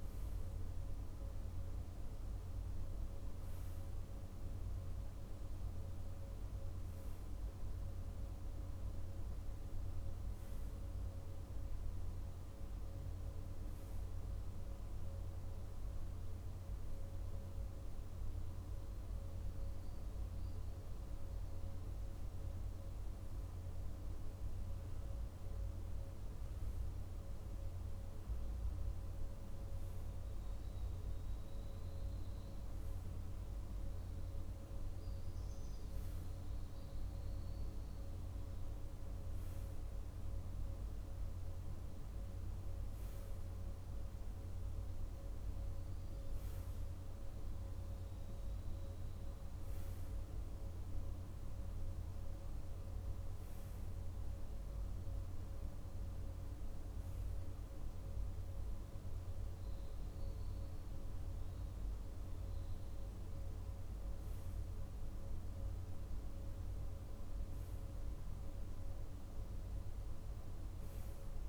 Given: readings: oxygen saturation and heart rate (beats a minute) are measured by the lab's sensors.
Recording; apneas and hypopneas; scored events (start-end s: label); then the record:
breathing in sleep, hard to hear, by a room microphone; none
68.00-71.48 s: arousal
From the record:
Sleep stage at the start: REM sleep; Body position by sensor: on the right side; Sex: male